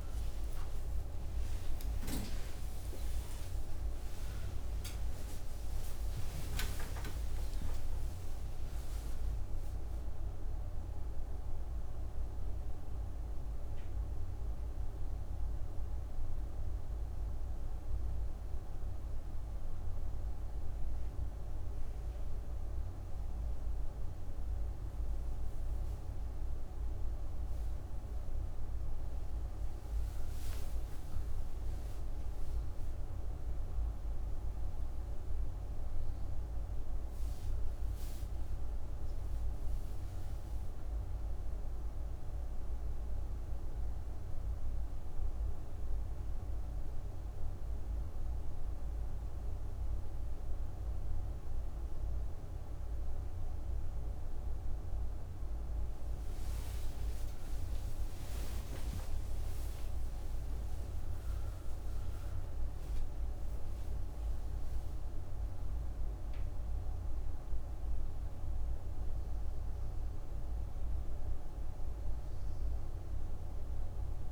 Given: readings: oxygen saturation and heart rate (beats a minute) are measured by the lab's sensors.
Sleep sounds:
a person awake in a sleep study, hard to hear, by a room microphone; none
0.00-14.00 s: oxygen desaturation (device-marked, oxygen 97% before, 93% lowest, heart rate 98 before, 38 extreme)
71.00-74.32 s: new sleep stage, N1 (lightest sleep)
From the record:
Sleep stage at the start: awake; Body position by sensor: on the back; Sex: female

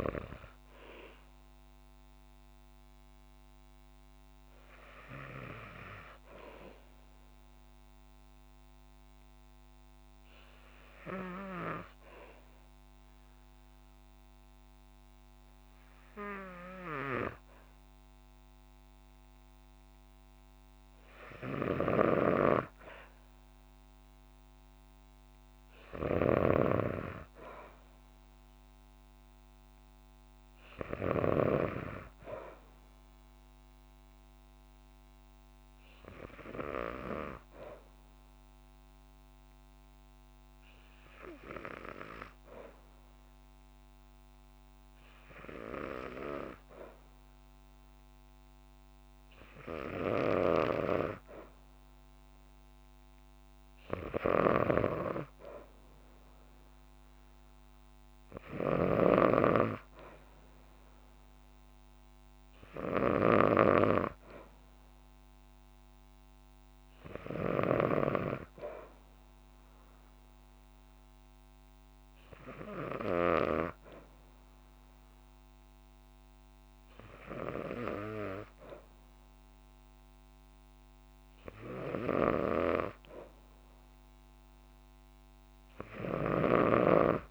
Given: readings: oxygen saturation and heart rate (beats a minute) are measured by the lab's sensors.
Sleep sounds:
breathing in sleep by a microphone on the trachea; 2
7.50-20.00 s: obstructive apnea (oxygen 97% before, 95% lowest, heart rate 62 before, 59 extreme, up 2 after)
21.00-31.00 s: snoring (device-marked)
22.50-25.50 s: arousal
36.50-48.50 s: hypopnea (oxygen 97% before, 95% lowest, heart rate 61 before, 59 extreme, up 4 after)
52.50-55.50 s: arousal
58.00-63.00 s: snoring (device-marked)
85.50-87.31 s: snoring (device-marked)
From the record:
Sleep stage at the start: N2 (light sleep); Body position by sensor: on the back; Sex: female

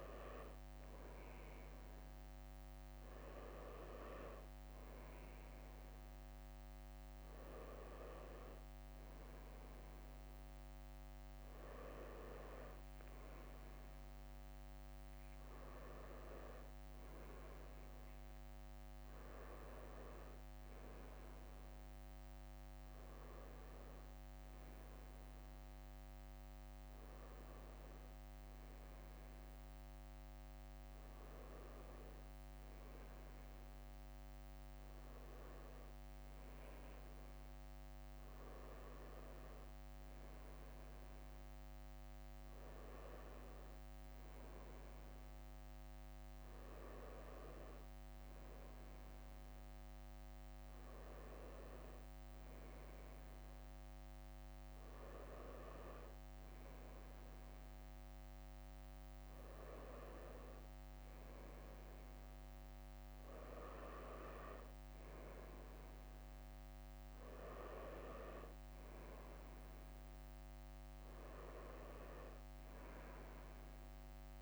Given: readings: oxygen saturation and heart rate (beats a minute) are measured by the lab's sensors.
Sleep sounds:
breathing in sleep by a microphone on the trachea; none
0.00-2.00 s: leg movement (device-marked)
17.00-22.00 s: leg movement (device-marked)
26.00-27.50 s: leg movement (device-marked)
64.00-72.50 s: leg movement (device-marked)
From the record:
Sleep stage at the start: N2 (light sleep); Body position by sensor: on the right side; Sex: male

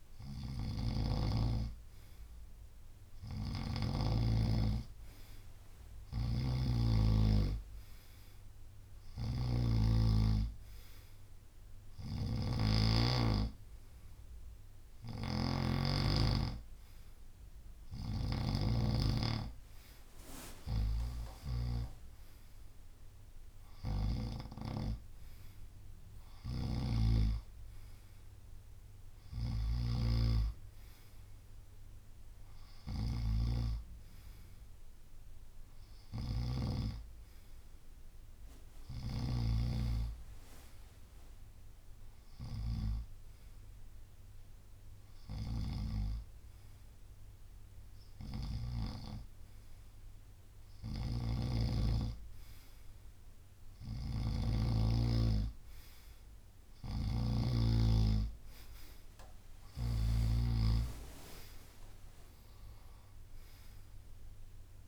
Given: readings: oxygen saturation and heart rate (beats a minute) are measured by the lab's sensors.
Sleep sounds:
breathing in sleep by a room microphone; none
0.00-18.50 s: snoring (device-marked)
19.00-21.00 s: long interval between heartbeats (device-marked, heart rate 68 before, 69 extreme)
26.50-39.50 s: snoring (device-marked)
38.50-40.50 s: long interval between heartbeats (device-marked, heart rate 69 before, 77 extreme)
40.50-49.50 s: drop in pulse transit time (device-marked, heart rate 70 before, 69 extreme)
50.50-54.50 s: snoring (device-marked)
56.50-64.88 s: snoring (device-marked)
58.50-60.50 s: long interval between heartbeats (device-marked, heart rate 73 before, 75 extreme)
59.50-61.50 s: tachycardia (device-marked, heart rate 69 before, 96 extreme)
60.50-62.50 s: long interval between heartbeats (device-marked, heart rate 73 before, 96 extreme)
60.50-64.88 s: drop in pulse transit time (device-marked, heart rate 73 before, 67 extreme)
From the record:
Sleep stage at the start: N2 (light sleep); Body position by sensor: on the right side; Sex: male

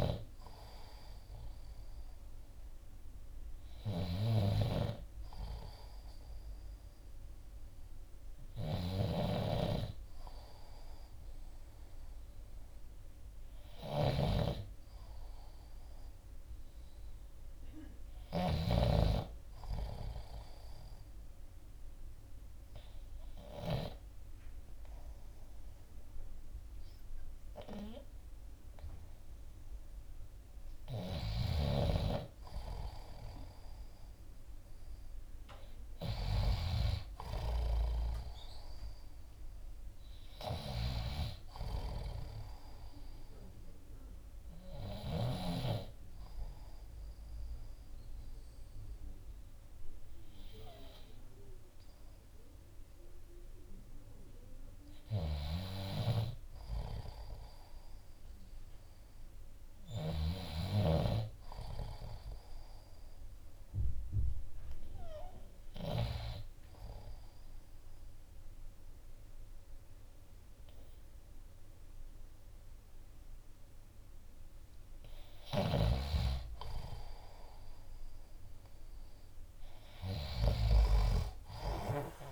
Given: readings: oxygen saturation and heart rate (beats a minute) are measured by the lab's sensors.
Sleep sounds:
breathing in sleep by a room microphone; 2
0.00-3.00 s: oxygen desaturation (device-marked, oxygen 90% lowest, heart rate 57 extreme)
0.00-18.50 s: snoring (device-marked)
19.00-30.50 s: obstructive apnea (oxygen 95% before, 90% lowest, heart rate 60 before, 56 extreme, up 1 after)
30.50-45.00 s: snoring (device-marked)
33.00-36.00 s: arousal
42.50-53.50 s: hypopnea (oxygen 94% before, 90% lowest, heart rate 60 before, 56 extreme, up 5 after)
53.00-64.00 s: oxygen desaturation (device-marked, oxygen 93% before, 90% lowest, heart rate 60 before, 56 extreme)
55.50-66.00 s: snoring (device-marked)
56.00-59.50 s: arousal
75.00-81.00 s: snoring (device-marked)
From the record:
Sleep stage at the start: N2 (light sleep); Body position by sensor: on the left side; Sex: male

